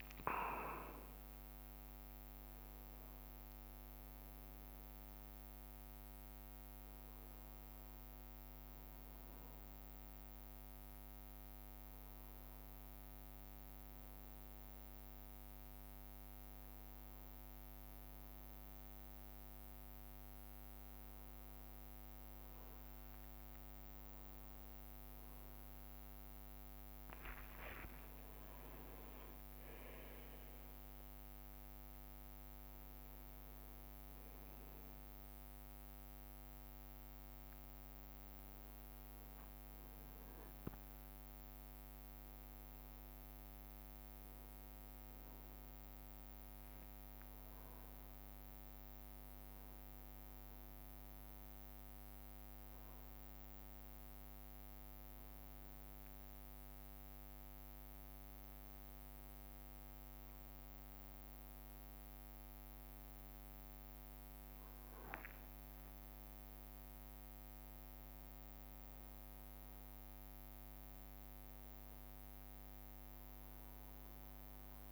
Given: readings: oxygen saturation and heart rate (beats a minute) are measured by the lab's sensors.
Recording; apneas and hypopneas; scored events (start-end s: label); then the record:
breathing in sleep, hard to hear, by a microphone on the trachea; none
0.00-1.50 s: long interval between heartbeats (device-marked, heart rate 129 extreme)
0.00-2.50 s: tachycardia (device-marked, heart rate 146 extreme)
24.00-26.00 s: long interval between heartbeats (device-marked, heart rate 76 before, 78 extreme)
25.00-28.50 s: arousal
26.50-32.50 s: leg movement (device-marked)
28.00-30.00 s: long interval between heartbeats (device-marked, heart rate 70 before, 99 extreme)
39.50-41.50 s: long interval between heartbeats (device-marked, heart rate 79 before, 88 extreme)
42.00-49.50 s: leg movement (device-marked)
53.00-60.00 s: leg movement (device-marked)
62.50-70.00 s: leg movement (device-marked)
73.50-74.92 s: leg movement (device-marked)
From the record:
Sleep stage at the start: N1 (lightest sleep); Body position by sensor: on the back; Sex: male